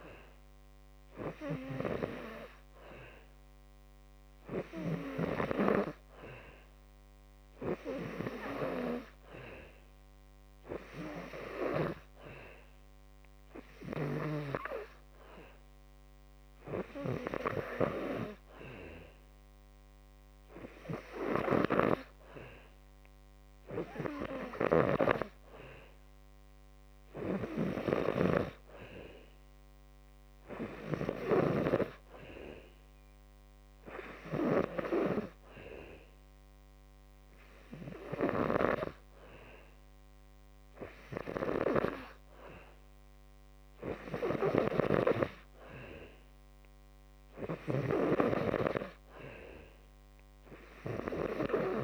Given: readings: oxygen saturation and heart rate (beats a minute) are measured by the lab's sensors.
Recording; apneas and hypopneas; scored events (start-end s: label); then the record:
breathing in sleep by a microphone on the trachea; none
0.00-2.00 s: oxygen desaturation (device-marked, oxygen 89% lowest, heart rate 58 extreme)
From the record:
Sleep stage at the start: N2 (light sleep); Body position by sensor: on the back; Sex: male